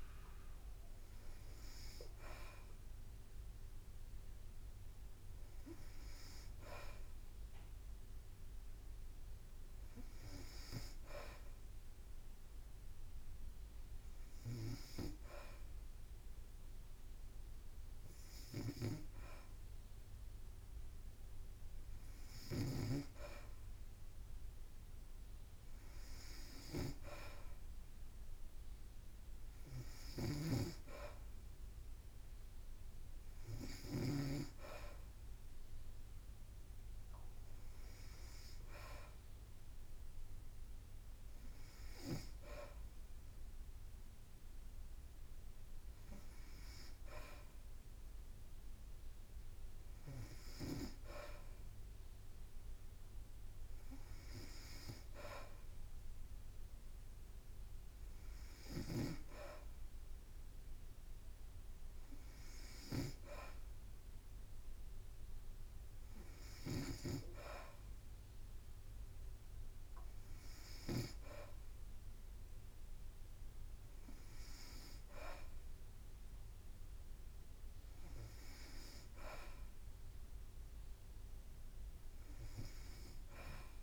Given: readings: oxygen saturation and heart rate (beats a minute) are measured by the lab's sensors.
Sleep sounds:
breathing in sleep by a room microphone; none
18.50-34.00 s: snoring (device-marked)
58.50-71.00 s: snoring (device-marked)
From the record:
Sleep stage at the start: N2 (light sleep); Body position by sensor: on the back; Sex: female

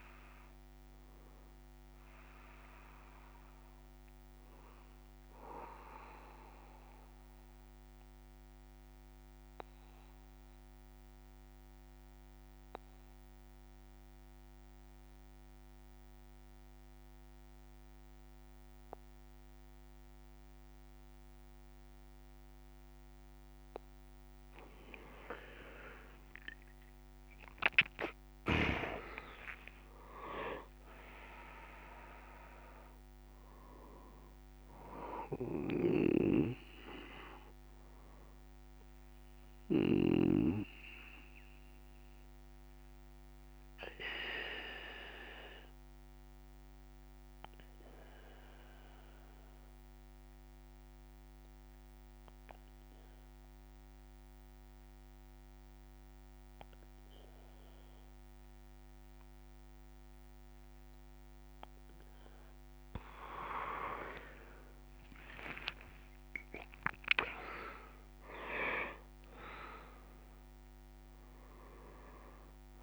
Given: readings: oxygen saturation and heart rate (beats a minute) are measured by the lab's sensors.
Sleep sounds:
breathing in sleep by a microphone on the trachea; 2
6.00-24.50 s: obstructive apnea (oxygen 100% before, 94% lowest)
8.50-16.50 s: oxygen desaturation (device-marked, oxygen 97% before, 94% lowest)
29.50-51.50 s: oxygen desaturation (device-marked, oxygen 100% before, 94% lowest)
39.00-63.00 s: obstructive apnea (oxygen 100% before, 94% lowest)
51.50-72.83 s: new sleep stage, N3 (deep sleep)
71.50-72.83 s: oxygen desaturation (device-marked, oxygen 99% before, 94% lowest)
From the record:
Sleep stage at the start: N2 (light sleep); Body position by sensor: on the back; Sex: male

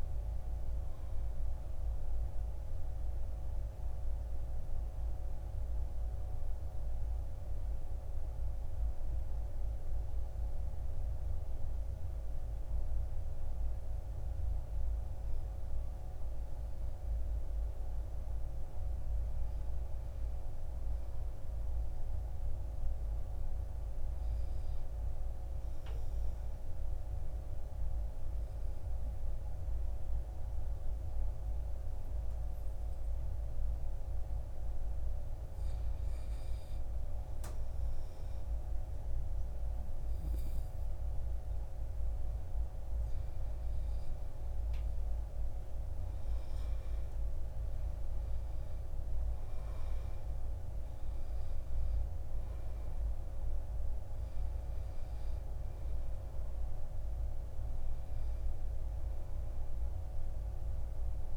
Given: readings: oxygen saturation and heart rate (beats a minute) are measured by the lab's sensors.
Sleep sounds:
breathing in sleep, hard to hear, by a room microphone; 1
12.00-23.00 s: oxygen desaturation (device-marked, oxygen 96% before, 93% lowest, heart rate 62 before, 47 extreme)
12.50-14.50 s: long interval between heartbeats (device-marked, heart rate 62 before, 55 extreme)
19.00-61.37 s: new sleep stage, N2 (light sleep)
23.50-26.00 s: arousal
29.00-43.50 s: obstructive apnea (oxygen 97% before, 90% lowest, heart rate 53 before, 55 extreme, up 9 after)
35.00-42.00 s: oxygen desaturation (device-marked, oxygen 96% before, 93% lowest, heart rate 54 before, 57 extreme)
45.50-49.50 s: arousal
49.00-61.37 s: oxygen desaturation (device-marked, oxygen 94% before, 90% lowest, heart rate 57 before, 52 extreme)
From the record:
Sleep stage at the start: N1 (lightest sleep); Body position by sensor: on the back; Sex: male

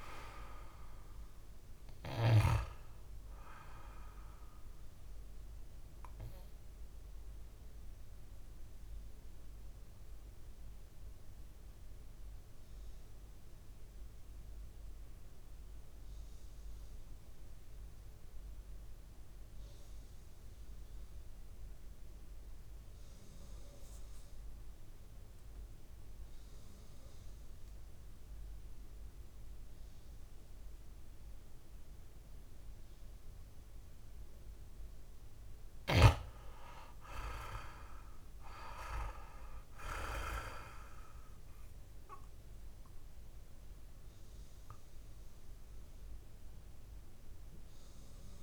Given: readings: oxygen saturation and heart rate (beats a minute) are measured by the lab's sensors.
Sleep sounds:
breathing in sleep by a room microphone; 1
0.00-22.50 s: oxygen desaturation (device-marked, oxygen 89% lowest, heart rate 55 extreme)
6.50-33.00 s: mixed apnea (oxygen 99% before, 89% lowest, heart rate 61 before, 55 extreme, up 3 after)
36.50-39.50 s: arousal
38.50-48.43 s: oxygen desaturation (device-marked, oxygen 99% before, 90% lowest, heart rate 59 before, 58 extreme)
From the record:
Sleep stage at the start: N2 (light sleep); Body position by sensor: on the back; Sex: male

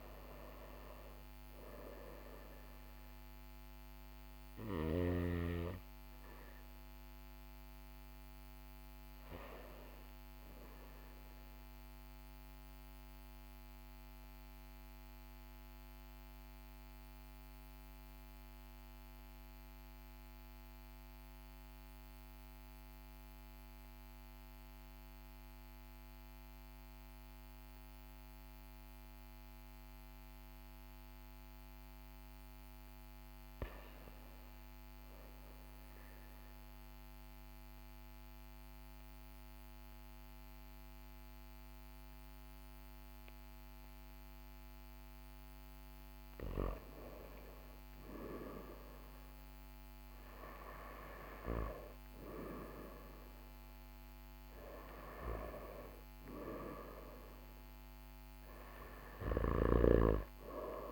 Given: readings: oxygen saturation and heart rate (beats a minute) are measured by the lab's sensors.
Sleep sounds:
breathing in sleep by a microphone on the trachea; 1
0.00-9.50 s: oxygen desaturation (device-marked, oxygen 94% lowest, heart rate 40 extreme)
12.00-45.50 s: obstructive apnea (oxygen 97% before, 94% lowest, heart rate 41 before, 40 extreme, up 1 after)
39.50-60.91 s: new sleep stage, N2 (light sleep)
48.00-53.50 s: arousal
59.00-60.91 s: snoring (device-marked)
From the record:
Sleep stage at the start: N1 (lightest sleep); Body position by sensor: on the back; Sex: male

